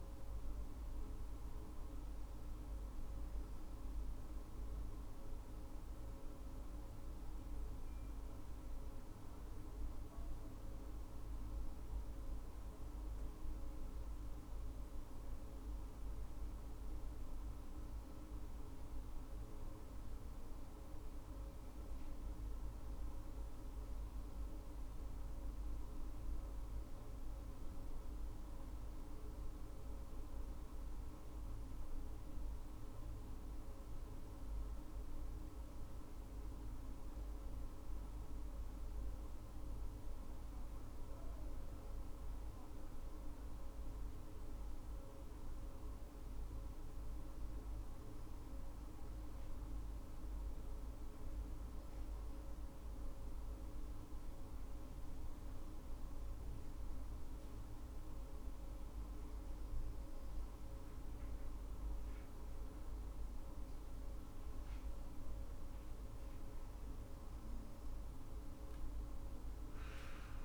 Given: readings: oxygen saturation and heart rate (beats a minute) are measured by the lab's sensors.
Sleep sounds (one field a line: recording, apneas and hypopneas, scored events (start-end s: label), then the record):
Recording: breathing in sleep, hard to hear, by a room microphone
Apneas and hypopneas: none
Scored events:
none scored
From the record:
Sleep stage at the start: N2 (light sleep)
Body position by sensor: on the right side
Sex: female